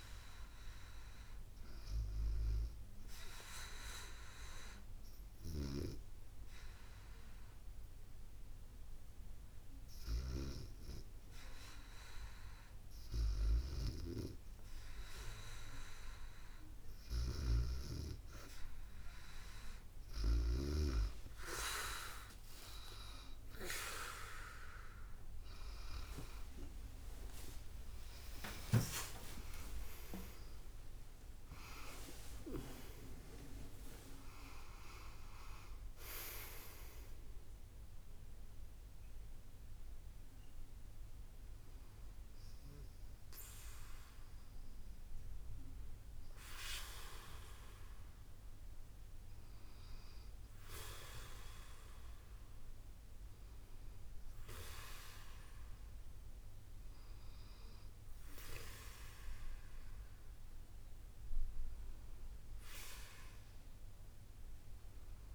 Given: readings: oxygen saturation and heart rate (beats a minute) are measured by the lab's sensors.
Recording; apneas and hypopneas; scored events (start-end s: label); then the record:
a person partly awake in a sleep study, by a room microphone; 1
2.00-14.00 s: hypopnea (oxygen 96% before, 94% lowest, heart rate 74 before, 74 extreme, up 5 after)
27.00-57.00 s: new sleep stage, awake
57.00-65.35 s: new sleep stage, N2 (light sleep)
From the record:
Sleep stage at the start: REM sleep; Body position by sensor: on the back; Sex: female